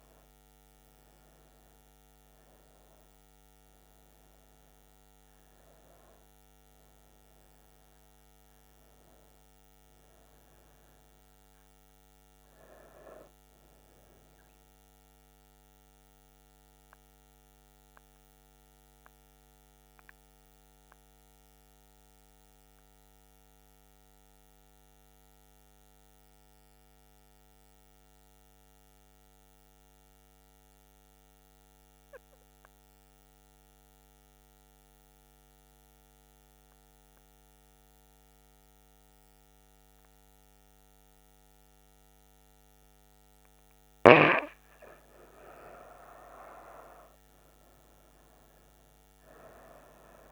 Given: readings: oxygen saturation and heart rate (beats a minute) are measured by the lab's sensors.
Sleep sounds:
breathing in sleep by a microphone on the trachea; 1
0.00-12.50 s: oxygen desaturation (device-marked, oxygen 91% lowest, heart rate 66 extreme)
16.00-44.50 s: mixed apnea (oxygen 98% before, 91% lowest, heart rate 75 before, 66 extreme, up 7 after)
40.50-50.32 s: oxygen desaturation (device-marked, oxygen 98% before, 91% lowest, heart rate 69 before, 67 extreme)
46.50-50.00 s: arousal
From the record:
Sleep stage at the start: N2 (light sleep); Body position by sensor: on the back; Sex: female

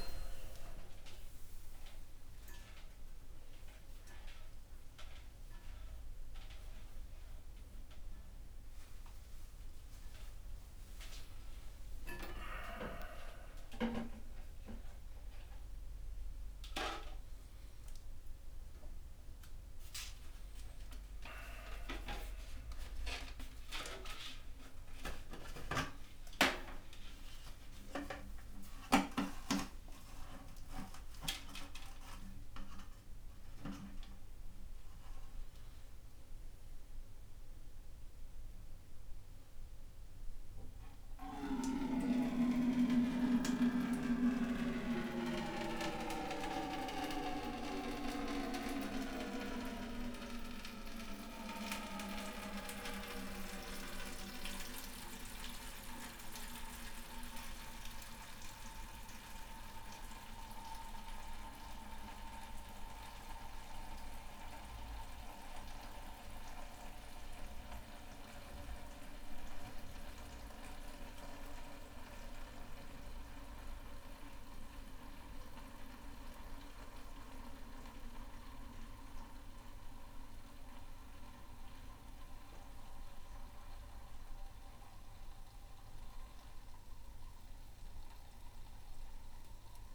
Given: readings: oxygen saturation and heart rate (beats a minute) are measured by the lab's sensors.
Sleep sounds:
a person awake in a sleep study, by a room microphone; none
0.00-9.50 s: snoring (device-marked)
25.00-29.00 s: snoring (device-marked)
From the record:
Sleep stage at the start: awake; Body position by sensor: upright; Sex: male

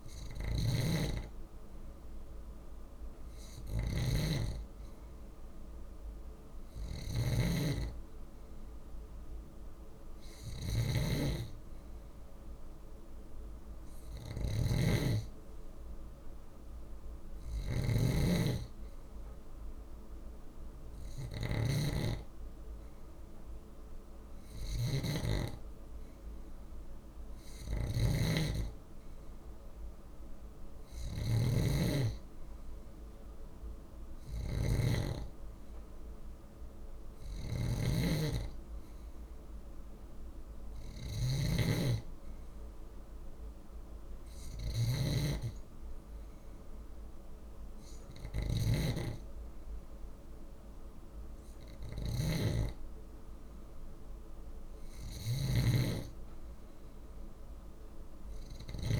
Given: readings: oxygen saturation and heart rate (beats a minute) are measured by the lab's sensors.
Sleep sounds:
breathing in sleep by a room microphone; none
0.00-59.00 s: snoring (device-marked)
From the record:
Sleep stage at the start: N2 (light sleep); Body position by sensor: on the left side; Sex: male

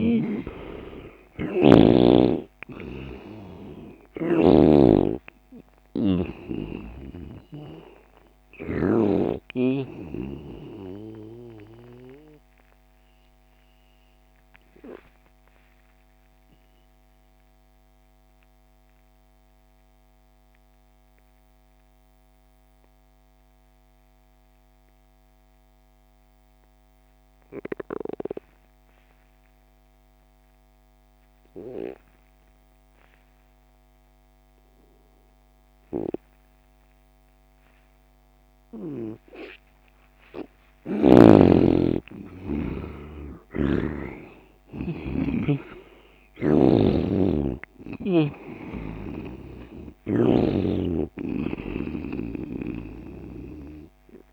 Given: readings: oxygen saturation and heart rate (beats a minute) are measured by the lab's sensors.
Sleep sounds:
breathing in sleep by a microphone on the trachea; 1
0.00-4.50 s: snoring (device-marked)
0.00-24.00 s: oxygen desaturation (device-marked, oxygen 84% lowest)
12.00-41.50 s: mixed apnea (oxygen 97% before, 84% lowest)
38.00-54.33 s: oxygen desaturation (device-marked, oxygen 98% before, 87% lowest)
43.00-50.00 s: snoring (device-marked)
43.50-48.50 s: arousal
From the record:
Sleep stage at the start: N2 (light sleep); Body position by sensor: on the left side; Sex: male

